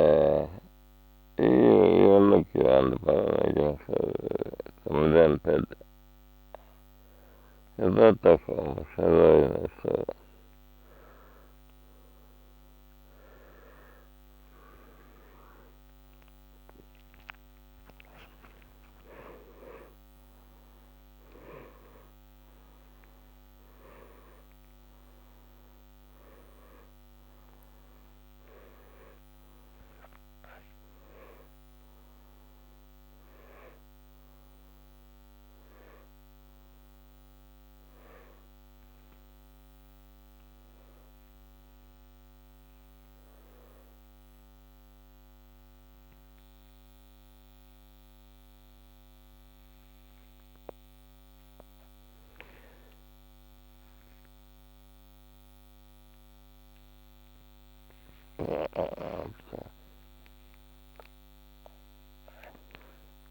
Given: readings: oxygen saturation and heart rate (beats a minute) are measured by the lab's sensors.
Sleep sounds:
a person awake in a sleep study, by a microphone on the trachea; none
1.00-8.00 s: snoring (device-marked)
From the record:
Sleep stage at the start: awake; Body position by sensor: on the back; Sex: male

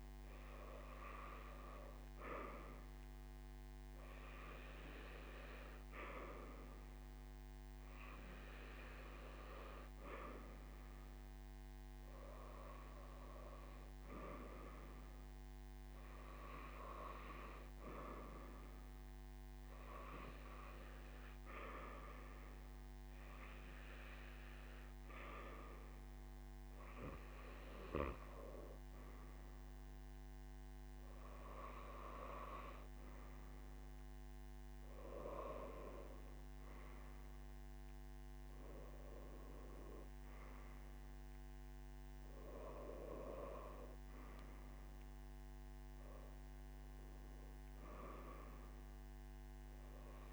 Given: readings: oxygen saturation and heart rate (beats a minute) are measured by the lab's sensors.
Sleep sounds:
breathing in sleep by a microphone on the trachea; none
none scored
From the record:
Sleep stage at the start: N2 (light sleep); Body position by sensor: on the right side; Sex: male

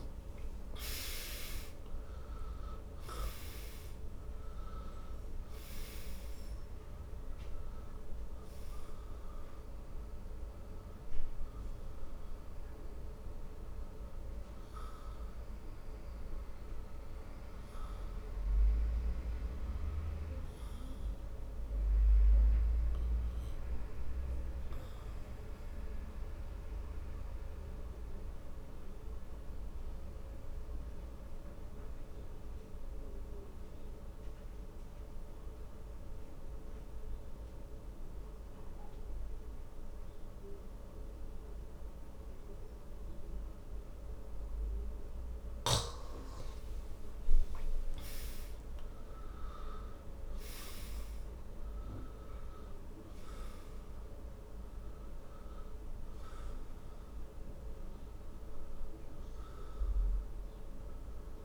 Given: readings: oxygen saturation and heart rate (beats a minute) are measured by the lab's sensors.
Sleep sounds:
breathing in sleep, hard to hear, by a room microphone; 1
0.00-3.00 s: arousal
0.00-36.50 s: oxygen desaturation (device-marked, oxygen 81% lowest, heart rate 55 extreme)
20.50-46.50 s: obstructive apnea (oxygen 93% before, 81% lowest, heart rate 70 before, 53 extreme, up 14 after)
46.50-61.45 s: oxygen desaturation (device-marked, oxygen 100% before, 86% lowest, heart rate 59 before, 52 extreme)
48.50-52.50 s: arousal
From the record:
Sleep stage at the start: N2 (light sleep); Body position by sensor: on the back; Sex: male

